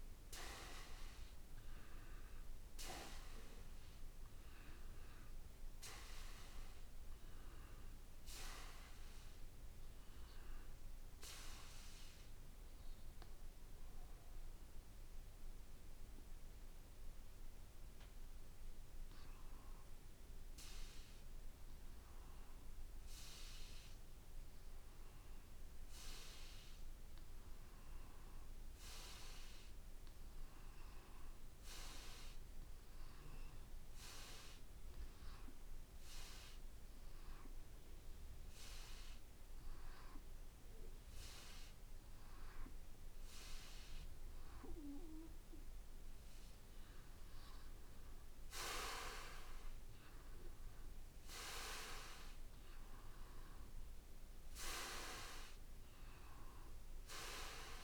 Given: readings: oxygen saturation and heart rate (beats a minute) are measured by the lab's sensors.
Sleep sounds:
breathing in sleep by a room microphone; 1
0.00-15.50 s: oxygen desaturation (device-marked, oxygen 90% lowest, heart rate 54 extreme)
12.00-45.00 s: hypopnea (oxygen 95% before, 91% lowest, heart rate 60 before, 54 extreme, up 1 after)
33.50-57.84 s: oxygen desaturation (device-marked, oxygen 96% before, 91% lowest, heart rate 56 before, 54 extreme)
47.50-51.50 s: arousal
From the record:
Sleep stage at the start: N2 (light sleep); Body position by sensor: on the back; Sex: male

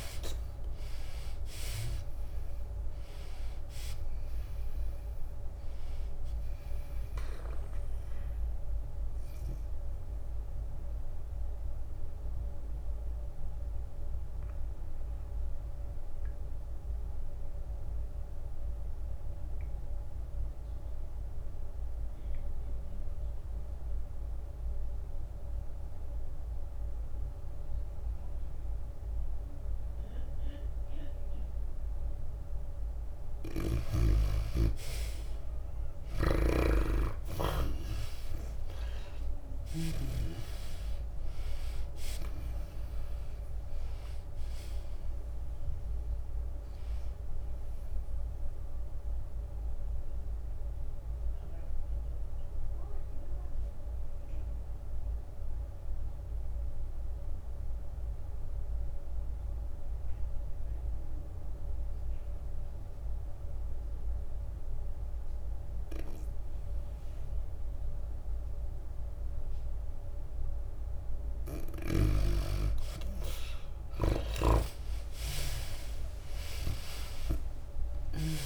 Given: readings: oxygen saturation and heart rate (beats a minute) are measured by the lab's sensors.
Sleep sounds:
breathing in sleep by a room microphone; 2
0.00-2.00 s: long interval between heartbeats (device-marked, heart rate 94 before, 102 extreme)
0.00-9.00 s: tachycardia (device-marked, heart rate 119 extreme)
0.00-27.00 s: oxygen desaturation (device-marked, oxygen 82% lowest, heart rate 89 extreme)
1.00-5.00 s: arousal
2.00-17.00 s: drop in pulse transit time (device-marked, heart rate 94 before, 98 extreme)
11.50-35.00 s: mixed apnea (oxygen 96% before, 77% lowest, heart rate 102 before, 89 extreme, up 20 after)
35.00-49.00 s: tachycardia (device-marked, heart rate 98 before, 109 extreme)
35.00-61.00 s: oxygen desaturation (device-marked, oxygen 98% before, 79% lowest, heart rate 93 before, 90 extreme)
37.00-38.00 s: drop in pulse transit time (device-marked, heart rate 93 before, 94 extreme)
37.00-41.00 s: snoring (device-marked)
38.00-40.00 s: long interval between heartbeats (device-marked, heart rate 92 before, 101 extreme)
39.50-44.00 s: arousal
41.00-55.00 s: drop in pulse transit time (device-marked, heart rate 93 before, 99 extreme)
51.50-71.50 s: obstructive apnea (oxygen 98% before, 77% lowest, heart rate 99 before, 90 extreme, up 27 after)
72.00-78.46 s: tachycardia (device-marked, heart rate 98 before, 121 extreme)
73.00-78.46 s: oxygen desaturation (device-marked, oxygen 98% before, 77% lowest, heart rate 93 before, 91 extreme)
74.50-78.46 s: arousal
From the record:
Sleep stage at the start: N2 (light sleep); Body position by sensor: on the back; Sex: female

